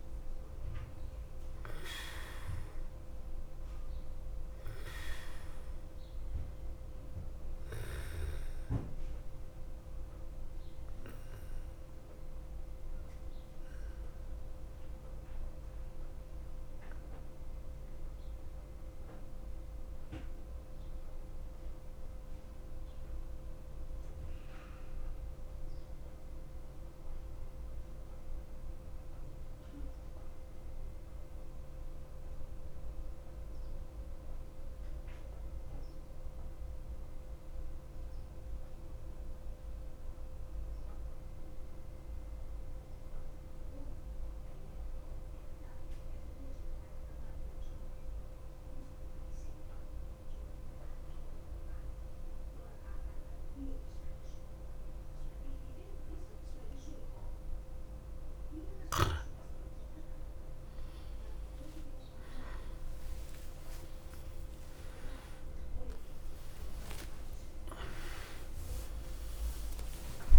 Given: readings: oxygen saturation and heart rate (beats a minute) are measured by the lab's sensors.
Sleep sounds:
breathing in sleep by a room microphone; 1
0.00-25.00 s: oxygen desaturation (device-marked, oxygen 89% lowest, heart rate 51 extreme)
15.50-58.00 s: mixed apnea (oxygen 97% before, 88% lowest, heart rate 55 before, 48 extreme, up 25 after)
63.00-70.39 s: oxygen desaturation (device-marked, oxygen 96% before, 92% lowest, heart rate 54 before, 57 extreme)
66.00-70.39 s: new sleep stage, awake
68.00-70.39 s: tachycardia (device-marked, heart rate 55 before, 176 extreme)
From the record:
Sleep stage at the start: N2 (light sleep); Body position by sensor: on the back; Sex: male

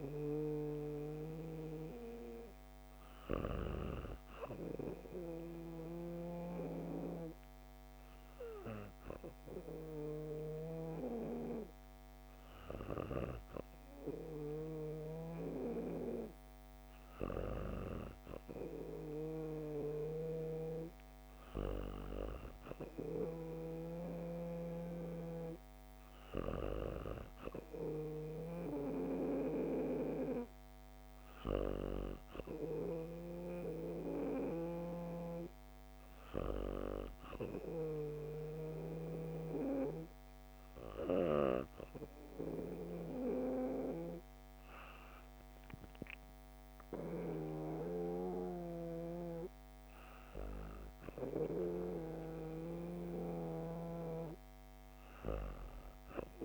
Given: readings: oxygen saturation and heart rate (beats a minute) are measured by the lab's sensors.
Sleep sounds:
breathing in sleep by a microphone on the trachea; none
none scored
From the record:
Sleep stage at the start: N2 (light sleep); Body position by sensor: on the back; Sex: female

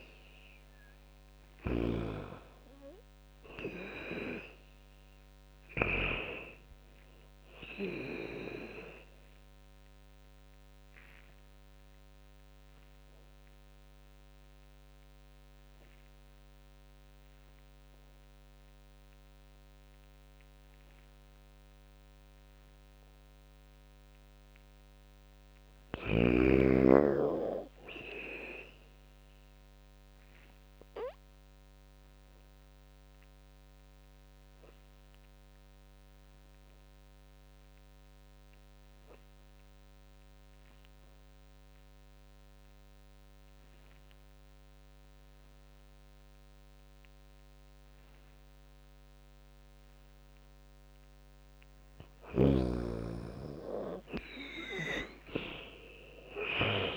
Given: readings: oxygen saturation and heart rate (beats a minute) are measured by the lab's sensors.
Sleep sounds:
breathing in sleep by a microphone on the trachea; 2
0.00-5.50 s: snoring (device-marked)
0.00-12.50 s: drop in pulse transit time (device-marked, heart rate 76 extreme)
0.50-10.50 s: oxygen desaturation (device-marked, oxygen 98% before, 93% lowest, heart rate 75 before, 67 extreme)
1.50-5.50 s: arousal
9.00-22.50 s: obstructive apnea (oxygen 98% before, 90% lowest, heart rate 79 before, 67 extreme, up 9 after)
24.00-27.00 s: arousal
30.50-43.50 s: oxygen desaturation (device-marked, oxygen 99% before, 95% lowest, heart rate 72 before, 67 extreme)
31.00-50.50 s: obstructive apnea (oxygen 99% before, 90% lowest, heart rate 72 before, 67 extreme, up 18 after)
45.50-56.97 s: oxygen desaturation (device-marked, oxygen 98% before, 90% lowest, heart rate 73 before, 67 extreme)
54.50-56.97 s: drop in pulse transit time (device-marked, heart rate 75 before, 69 extreme)
55.00-56.97 s: arousal
From the record:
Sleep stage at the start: N2 (light sleep); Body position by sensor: on the back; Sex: female

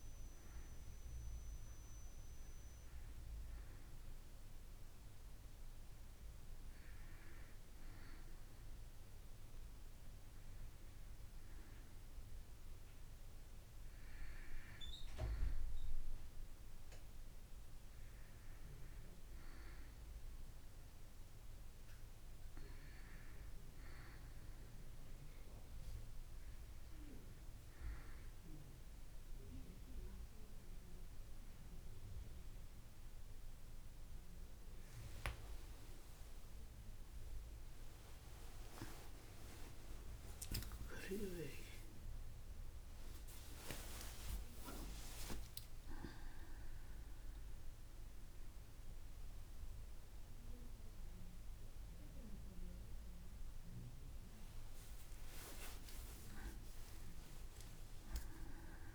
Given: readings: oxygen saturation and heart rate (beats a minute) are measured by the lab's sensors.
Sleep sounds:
a person awake in a sleep study, by a room microphone; none
0.50-25.50 s: oxygen desaturation (device-marked, oxygen 96% before, 90% lowest, heart rate 57 before, 56 extreme)
15.50-58.95 s: new sleep stage, awake
From the record:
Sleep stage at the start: N2 (light sleep); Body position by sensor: on the back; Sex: female

